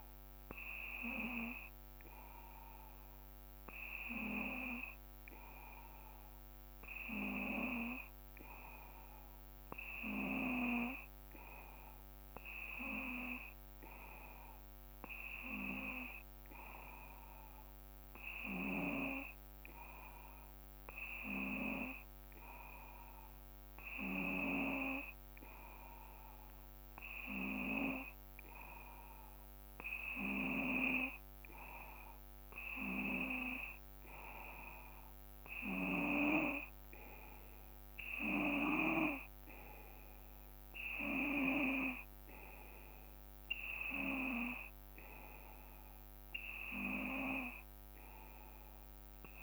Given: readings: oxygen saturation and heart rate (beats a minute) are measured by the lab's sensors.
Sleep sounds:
breathing in sleep by a microphone on the trachea; none
none scored
From the record:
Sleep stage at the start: N2 (light sleep); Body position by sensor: on the back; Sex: male

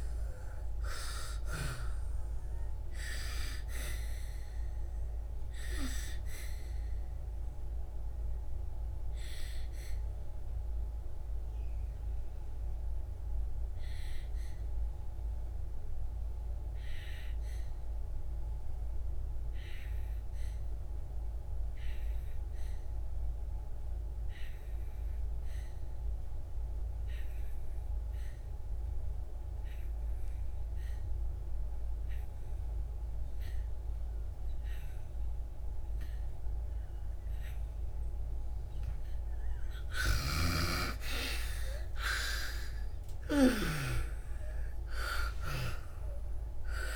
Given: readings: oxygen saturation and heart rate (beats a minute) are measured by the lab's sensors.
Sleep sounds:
breathing in sleep by a room microphone; 1
0.00-22.00 s: oxygen desaturation (device-marked, oxygen 77% lowest, heart rate 58 extreme)
5.50-39.50 s: obstructive apnea (oxygen 97% before, 75% lowest, heart rate 74 before, 58 extreme)
38.00-46.96 s: oxygen desaturation (device-marked, oxygen 98% before, 75% lowest, heart rate 62 before, 61 extreme)
40.50-44.50 s: arousal
From the record:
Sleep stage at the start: N2 (light sleep); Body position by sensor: on the back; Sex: female

